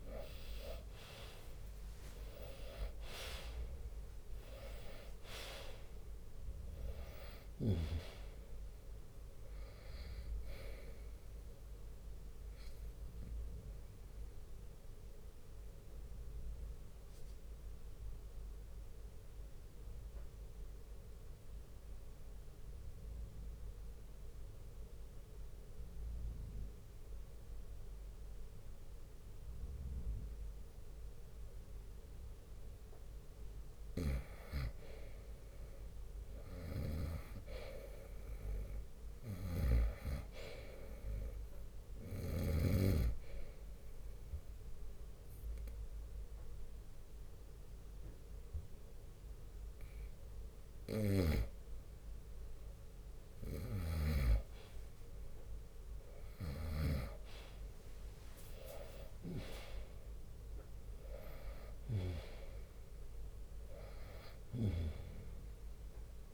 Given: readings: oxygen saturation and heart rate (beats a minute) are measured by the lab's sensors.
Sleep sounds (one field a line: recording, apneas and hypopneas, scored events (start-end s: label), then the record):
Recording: breathing in sleep by a room microphone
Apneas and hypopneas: 2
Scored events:
0.00-11.50 s: oxygen desaturation (device-marked, oxygen 91% lowest, heart rate 52 extreme)
2.50-13.50 s: drop in pulse transit time (device-marked, heart rate 63 before, 65 extreme)
12.50-33.00 s: obstructive apnea (oxygen 98% before, 90% lowest, heart rate 66 before, 52 extreme, up 13 after)
16.50-25.50 s: bradycardia (device-marked, heart rate 64 before, 52 extreme)
26.50-30.50 s: drop in pulse transit time (device-marked, heart rate 63 before, 59 extreme)
35.00-38.00 s: arousal
35.50-46.50 s: drop in pulse transit time (device-marked, heart rate 59 before, 56 extreme)
36.50-43.50 s: bradycardia (device-marked, heart rate 63 before, 56 extreme)
38.00-40.00 s: long interval between heartbeats (device-marked, heart rate 59 before, 65 extreme)
39.00-42.50 s: snoring (device-marked)
39.50-60.50 s: oxygen desaturation (device-marked, oxygen 98% before, 90% lowest, heart rate 59 before, 57 extreme)
43.50-53.50 s: hypopnea (oxygen 98% before, 90% lowest, heart rate 59 before, 62 extreme, up 10 after)
50.50-54.00 s: snoring (device-marked)
58.50-64.00 s: arousal
58.50-66.34 s: drop in pulse transit time (device-marked, heart rate 62 before, 66 extreme)
63.50-65.50 s: long interval between heartbeats (device-marked, heart rate 64 before, 70 extreme)
From the record:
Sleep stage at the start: N2 (light sleep)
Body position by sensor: on the right side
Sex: male